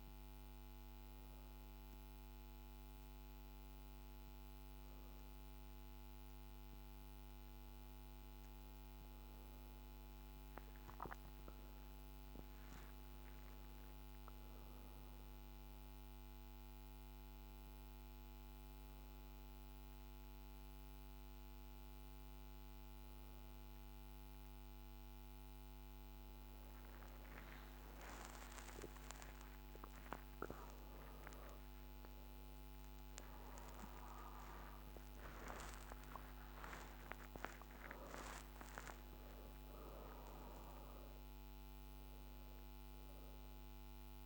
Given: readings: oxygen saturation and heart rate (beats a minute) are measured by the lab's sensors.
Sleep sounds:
breathing in sleep by a microphone on the trachea; none
30.50-36.00 s: arousal
From the record:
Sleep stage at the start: N2 (light sleep); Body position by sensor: on the back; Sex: female

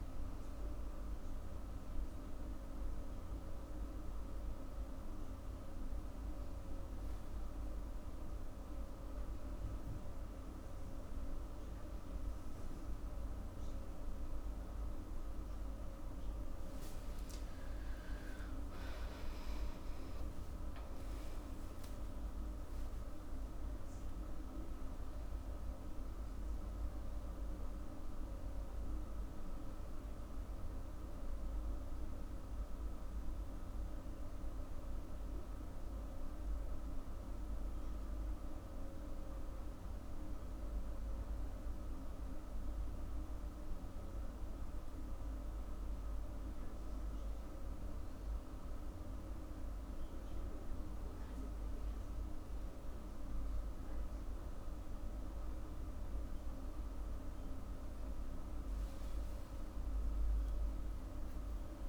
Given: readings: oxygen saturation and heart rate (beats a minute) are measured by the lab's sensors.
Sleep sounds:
a person partly awake in a sleep study, hard to hear, by a room microphone; none
22.00-24.00 s: long interval between heartbeats (device-marked, heart rate 60 before, 99 extreme)
30.00-61.89 s: new sleep stage, N1 (lightest sleep)
From the record:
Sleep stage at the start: awake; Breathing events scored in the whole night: 298 in 3.7 hours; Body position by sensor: on the back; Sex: female

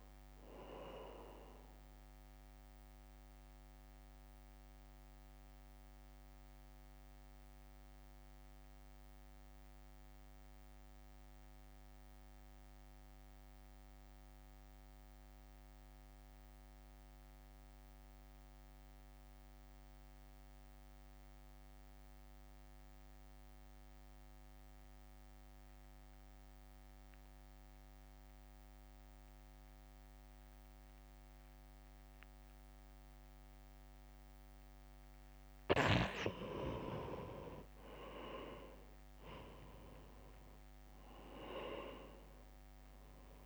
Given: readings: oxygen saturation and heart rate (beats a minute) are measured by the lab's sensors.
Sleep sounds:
breathing in sleep by a microphone on the trachea; 1
0.00-4.00 s: drop in pulse transit time (device-marked, heart rate 58 extreme)
0.00-16.00 s: oxygen desaturation (device-marked, oxygen 90% lowest, heart rate 57 extreme)
3.00-34.50 s: mixed apnea (oxygen 97% before, 85% lowest, heart rate 63 before, 53 extreme, up 3 after)
29.00-43.46 s: oxygen desaturation (device-marked, oxygen 98% before, 85% lowest, heart rate 63 before, 53 extreme)
40.00-43.46 s: arousal
42.00-43.46 s: drop in pulse transit time (device-marked, heart rate 64 before, 53 extreme)
From the record:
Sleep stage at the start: N2 (light sleep); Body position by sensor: on the right side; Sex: male

